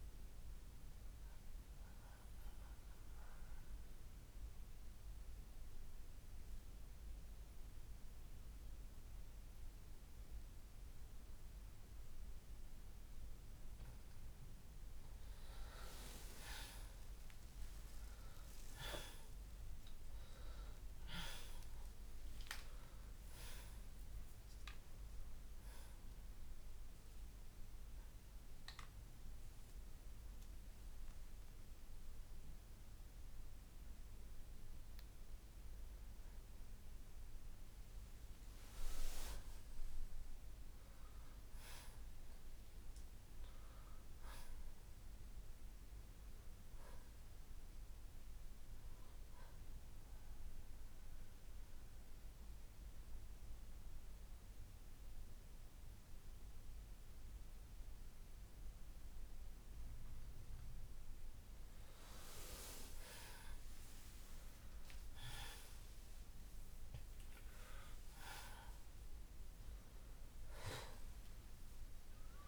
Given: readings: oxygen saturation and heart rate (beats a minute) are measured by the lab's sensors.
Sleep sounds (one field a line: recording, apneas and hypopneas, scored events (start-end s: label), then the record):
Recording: breathing in sleep by a room microphone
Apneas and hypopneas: 3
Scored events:
2.50-15.00 s: mixed apnea (oxygen 95% before, 85% lowest, heart rate 60 before, 57 extreme, up 6 after)
3.50-16.50 s: oxygen desaturation (device-marked, oxygen 95% before, 86% lowest, heart rate 60 before, 57 extreme)
17.50-21.50 s: arousal
26.50-36.50 s: hypopnea (oxygen 95% before, 85% lowest, heart rate 61 before, 57 extreme, up 0 after)
33.50-48.50 s: oxygen desaturation (device-marked, oxygen 95% before, 85% lowest, heart rate 62 before, 53 extreme)
39.00-43.00 s: arousal
49.50-61.00 s: central apnea (oxygen 95% before, 89% lowest, heart rate 63 before, 53 extreme, up 8 after)
50.50-59.50 s: oxygen desaturation (device-marked, oxygen 94% before, 89% lowest, heart rate 63 before, 53 extreme)
64.00-69.50 s: arousal
From the record:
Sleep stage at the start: N2 (light sleep)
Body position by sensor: on the left side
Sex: male